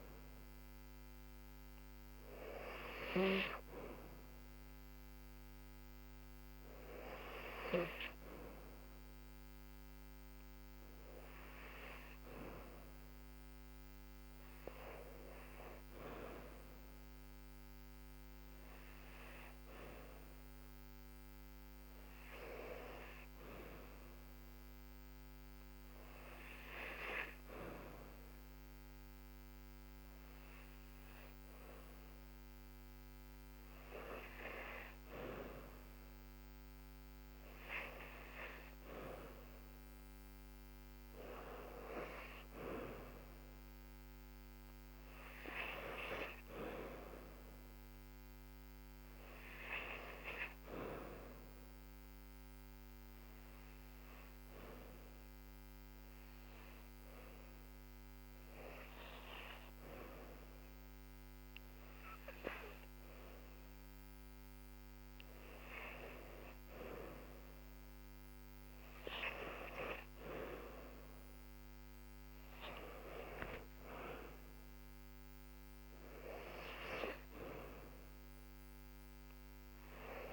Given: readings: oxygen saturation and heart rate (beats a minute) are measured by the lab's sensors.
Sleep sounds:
breathing in sleep by a microphone on the trachea; 2
11.50-71.50 s: new sleep stage, REM sleep
24.50-37.50 s: hypopnea (oxygen 97% before, 94% lowest, heart rate 71 before, 68 extreme, up 2 after)
42.00-46.00 s: arousal
53.50-67.00 s: hypopnea (oxygen 97% before, 93% lowest, heart rate 71 before, 69 extreme, up 5 after)
71.50-80.33 s: new sleep stage, N2 (light sleep)
72.00-75.50 s: arousal
From the record:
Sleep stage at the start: N2 (light sleep); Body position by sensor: on the back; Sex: female

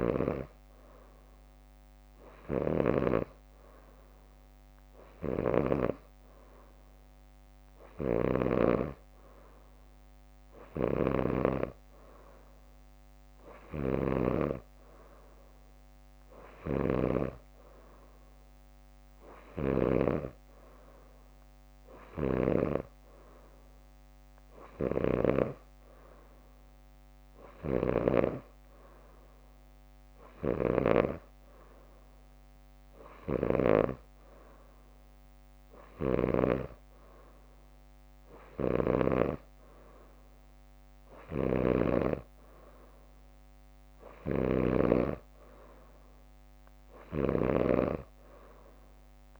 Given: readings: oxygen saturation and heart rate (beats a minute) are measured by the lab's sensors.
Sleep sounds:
breathing in sleep by a microphone on the trachea; none
5.00-7.00 s: leg movement (device-marked)
8.00-14.50 s: snoring (device-marked)
16.50-18.00 s: leg movement (device-marked)
19.50-21.50 s: leg movement (device-marked)
22.00-26.50 s: leg movement (device-marked)
27.50-29.00 s: leg movement (device-marked)
41.00-43.00 s: leg movement (device-marked)
41.50-49.40 s: snoring (device-marked)
44.00-49.40 s: leg movement (device-marked)
From the record:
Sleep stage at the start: N3 (deep sleep); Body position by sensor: on the back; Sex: female

